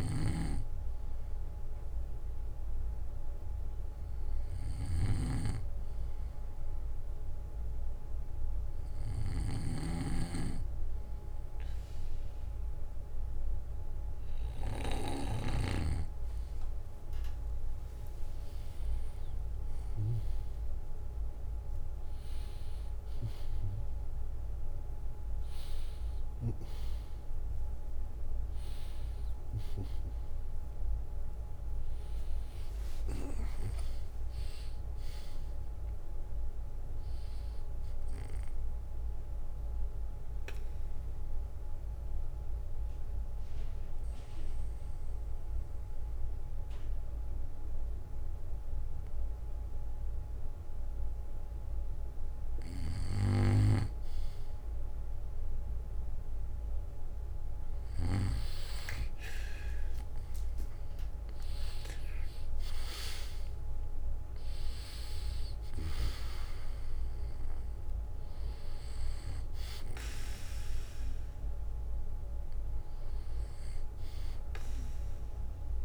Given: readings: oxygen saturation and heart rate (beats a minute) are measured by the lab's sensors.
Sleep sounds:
breathing in sleep by a room microphone; 1
0.00-10.00 s: snoring (device-marked)
17.50-25.50 s: arousal
27.00-30.00 s: tachycardia (device-marked, heart rate 64 before, 86 extreme)
39.00-52.50 s: obstructive apnea (oxygen 95% before, 93% lowest, heart rate 81 before, 57 extreme, up 7 after)
51.00-53.00 s: bradycardia (device-marked, heart rate 64 before, 61 extreme)
54.00-56.00 s: bradycardia (device-marked, heart rate 65 before, 57 extreme)
61.00-66.00 s: arousal
From the record:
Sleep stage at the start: N2 (light sleep); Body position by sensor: on the back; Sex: male

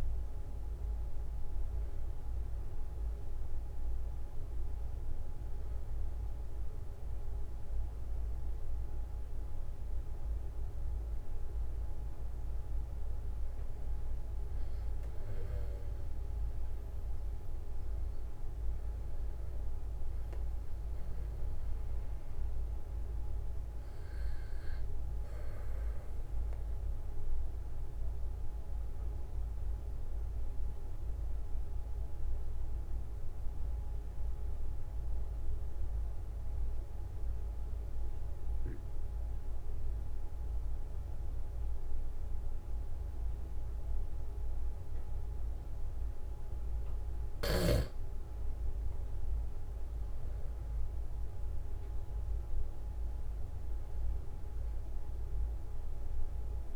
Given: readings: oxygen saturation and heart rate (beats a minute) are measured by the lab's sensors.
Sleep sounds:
breathing in sleep, hard to hear, by a room microphone; 1
0.00-4.00 s: arousal
1.00-3.00 s: long interval between heartbeats (device-marked, heart rate 45 before, 47 extreme)
27.00-48.50 s: mixed apnea (oxygen 96% before, 92% lowest, heart rate 43 before, 42 extreme, up 3 after)
50.00-56.00 s: arousal
From the record:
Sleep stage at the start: N2 (light sleep); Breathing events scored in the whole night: 240 in 4.3 hours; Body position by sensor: on the back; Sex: male

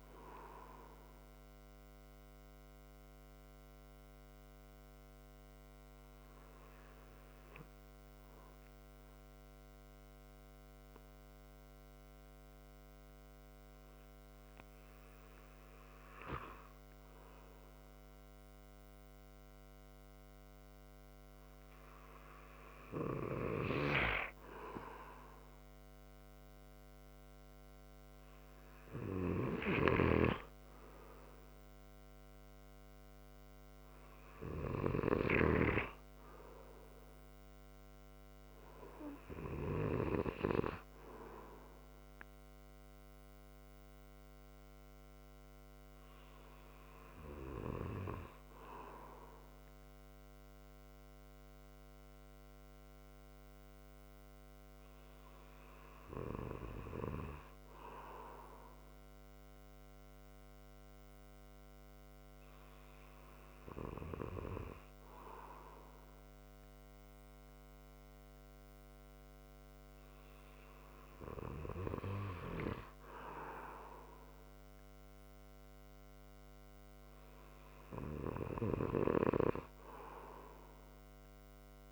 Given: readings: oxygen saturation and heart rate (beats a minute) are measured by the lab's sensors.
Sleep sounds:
breathing in sleep by a microphone on the trachea; 1
3.50-22.50 s: hypopnea (oxygen 97% before, 93% lowest)
24.50-29.00 s: arousal
29.50-35.50 s: snoring (device-marked)
From the record:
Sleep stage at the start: N2 (light sleep); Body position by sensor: on the right side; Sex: male

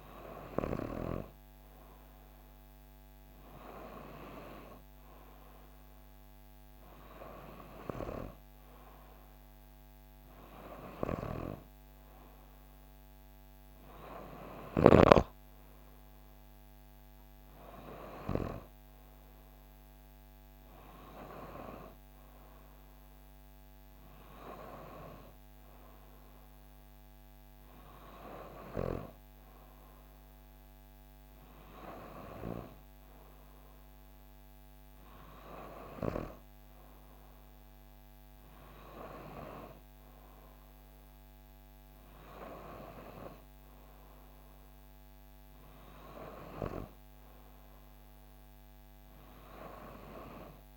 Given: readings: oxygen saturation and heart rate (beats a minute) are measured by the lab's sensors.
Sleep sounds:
breathing in sleep by a microphone on the trachea; none
none scored
From the record:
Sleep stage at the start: N3 (deep sleep); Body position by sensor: on the back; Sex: female

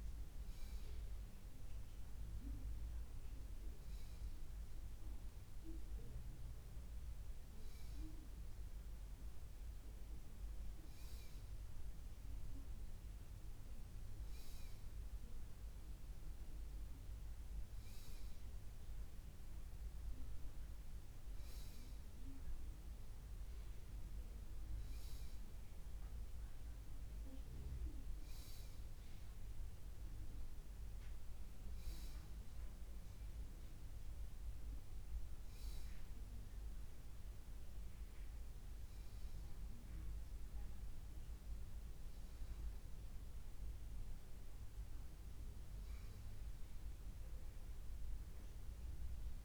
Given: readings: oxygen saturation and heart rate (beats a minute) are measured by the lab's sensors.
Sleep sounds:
breathing in sleep, hard to hear, by a room microphone; none
38.00-49.45 s: new sleep stage, N1 (lightest sleep)
38.50-42.50 s: arousal
From the record:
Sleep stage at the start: N2 (light sleep); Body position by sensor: upright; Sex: male

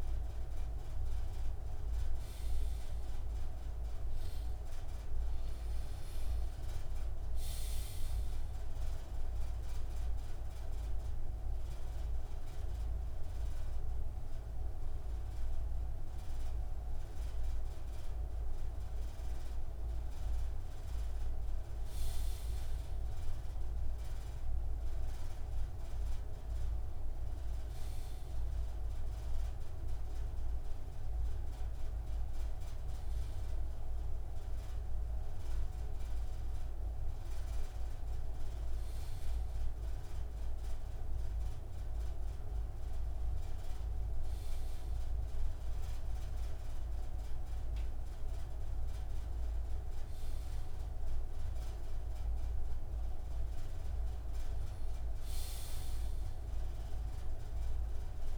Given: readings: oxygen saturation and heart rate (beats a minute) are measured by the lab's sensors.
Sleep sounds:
breathing in sleep, hard to hear, by a room microphone; none
none scored
From the record:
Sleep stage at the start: N2 (light sleep); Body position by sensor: on the left side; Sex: male

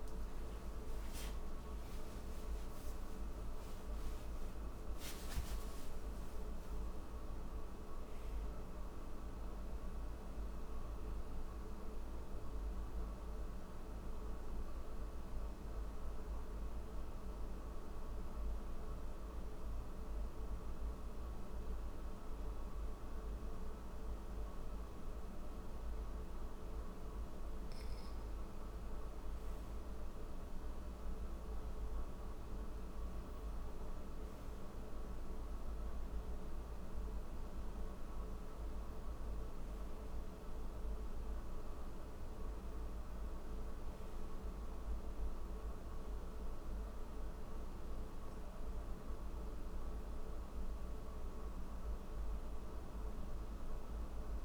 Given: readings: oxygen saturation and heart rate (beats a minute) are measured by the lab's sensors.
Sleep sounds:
breathing in sleep, hard to hear, by a room microphone; none
38.00-52.00 s: oxygen desaturation (device-marked, oxygen 97% before, 94% lowest, heart rate 67 before, 61 extreme)
From the record:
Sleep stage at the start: N1 (lightest sleep); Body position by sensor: on the back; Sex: male

